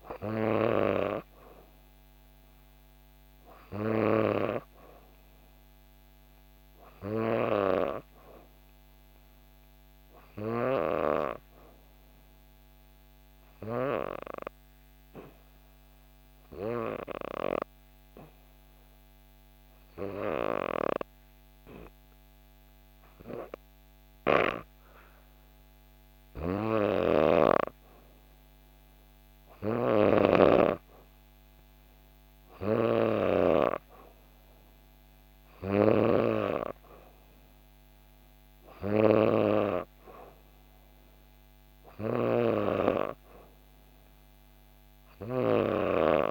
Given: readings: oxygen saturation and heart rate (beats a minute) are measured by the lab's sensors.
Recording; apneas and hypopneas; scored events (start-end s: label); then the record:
breathing in sleep by a microphone on the trachea; 1
0.00-12.00 s: oxygen desaturation (device-marked, oxygen 90% lowest, heart rate 62 extreme)
15.00-26.50 s: obstructive apnea (oxygen 95% before, 91% lowest, heart rate 63 before, 64 extreme, up 2 after)
26.50-33.00 s: snoring (device-marked)
28.50-32.50 s: arousal
32.00-46.31 s: oxygen desaturation (device-marked, oxygen 95% before, 91% lowest, heart rate 64 before, 64 extreme)
From the record:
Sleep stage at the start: N2 (light sleep); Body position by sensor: on the back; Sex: female